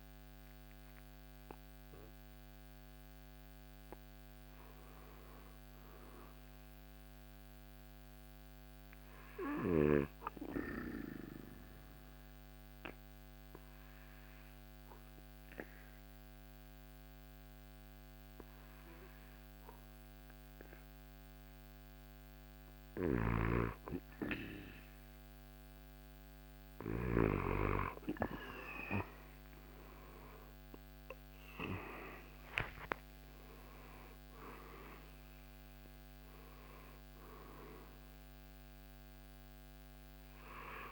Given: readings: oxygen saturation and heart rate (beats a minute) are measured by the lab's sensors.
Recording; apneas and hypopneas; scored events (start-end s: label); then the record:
breathing in sleep by a microphone on the trachea; 1
0.00-8.00 s: oxygen desaturation (device-marked, oxygen 87% lowest, heart rate 61 extreme)
8.00-22.50 s: obstructive apnea (oxygen 98% before, 87% lowest, heart rate 70 before, 61 extreme, up 3 after)
15.00-24.00 s: oxygen desaturation (device-marked, oxygen 98% before, 92% lowest, heart rate 66 before, 61 extreme)
28.50-32.50 s: arousal
29.00-40.92 s: oxygen desaturation (device-marked, oxygen 95% before, 87% lowest, heart rate 62 before, 63 extreme)
33.00-40.92 s: drop in pulse transit time (device-marked, heart rate 62 before, 71 extreme)
From the record:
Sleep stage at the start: N2 (light sleep); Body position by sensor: on the back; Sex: male